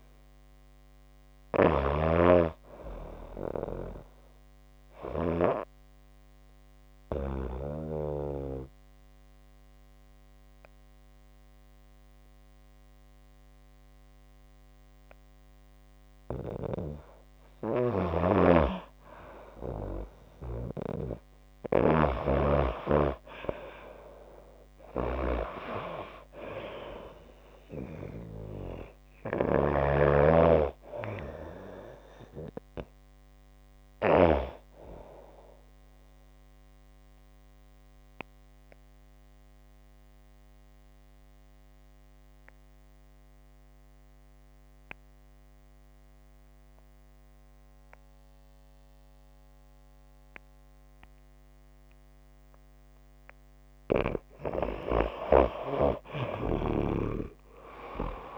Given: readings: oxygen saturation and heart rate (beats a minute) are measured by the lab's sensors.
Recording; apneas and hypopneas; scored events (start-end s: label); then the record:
breathing in sleep by a microphone on the trachea; 2
0.00-1.50 s: snoring (device-marked)
6.00-18.00 s: obstructive apnea (oxygen 94% before, 92% lowest, heart rate 77 before, 54 extreme, up 5 after)
17.50-21.50 s: snoring (device-marked)
22.00-26.50 s: arousal
25.00-41.00 s: oxygen desaturation (device-marked, oxygen 96% before, 92% lowest, heart rate 58 before, 56 extreme)
29.00-34.00 s: snoring (device-marked)
36.50-52.50 s: obstructive apnea (oxygen 96% before, 90% lowest, heart rate 76 before, 60 extreme, up 18 after)
54.50-58.00 s: arousal
From the record:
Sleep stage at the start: N2 (light sleep); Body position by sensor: on the back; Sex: female